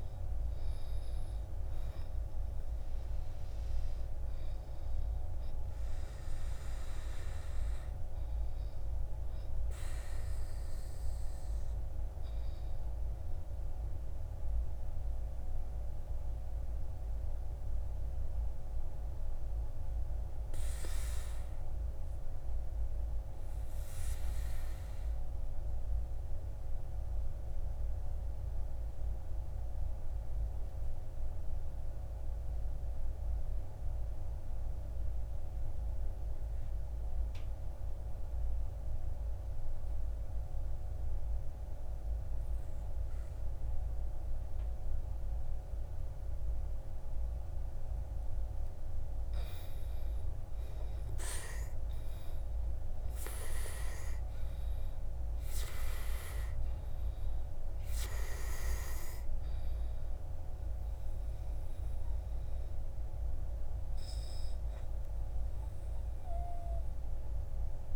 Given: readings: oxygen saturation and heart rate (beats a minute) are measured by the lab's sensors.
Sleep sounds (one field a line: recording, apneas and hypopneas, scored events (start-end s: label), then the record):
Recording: breathing in sleep by a room microphone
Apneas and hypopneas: 1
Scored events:
0.00-22.50 s: oxygen desaturation (device-marked, oxygen 79% lowest, heart rate 48 extreme)
16.50-50.00 s: obstructive apnea (oxygen 96% before, 82% lowest, heart rate 60 before, 48 extreme, up 11 after)
42.50-67.96 s: oxygen desaturation (device-marked, oxygen 99% before, 82% lowest, heart rate 52 before, 52 extreme)
53.00-57.50 s: arousal
From the record:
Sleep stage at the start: N2 (light sleep)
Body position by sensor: on the back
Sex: male